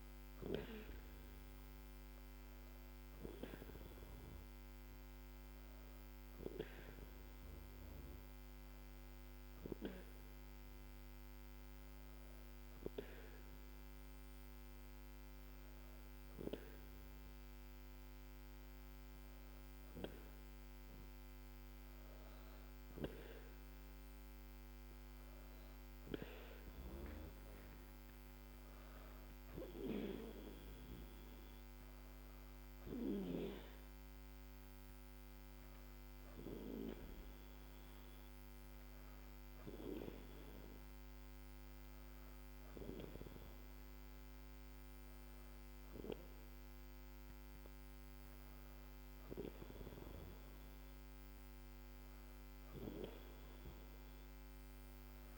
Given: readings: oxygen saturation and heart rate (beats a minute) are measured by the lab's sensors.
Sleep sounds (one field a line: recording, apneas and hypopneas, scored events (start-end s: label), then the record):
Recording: breathing in sleep by a microphone on the trachea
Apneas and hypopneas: 1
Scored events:
33.50-51.00 s: hypopnea (oxygen 97% before, 94% lowest, heart rate 80 before, 80 extreme, up 0 after)
53.50-55.38 s: arousal
From the record:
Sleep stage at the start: N2 (light sleep)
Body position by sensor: on the back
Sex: female